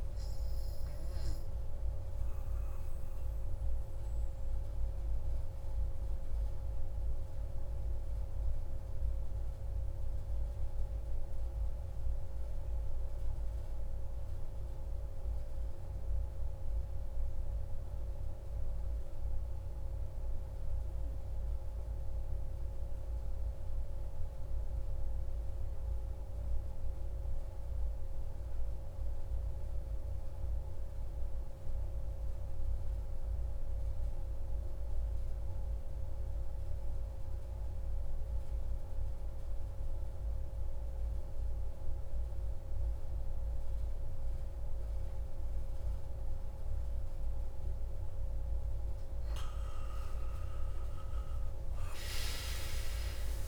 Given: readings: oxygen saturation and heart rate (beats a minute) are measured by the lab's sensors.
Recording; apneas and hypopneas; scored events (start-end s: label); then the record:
breathing in sleep, hard to hear, by a room microphone; 1
0.00-10.00 s: oxygen desaturation (device-marked, oxygen 92% lowest)
2.00-48.00 s: mixed apnea (oxygen 96% before, 91% lowest)
35.00-53.48 s: oxygen desaturation (device-marked, oxygen 97% before, 91% lowest)
49.50-53.48 s: arousal
From the record:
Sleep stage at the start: N2 (light sleep); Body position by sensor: on the back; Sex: male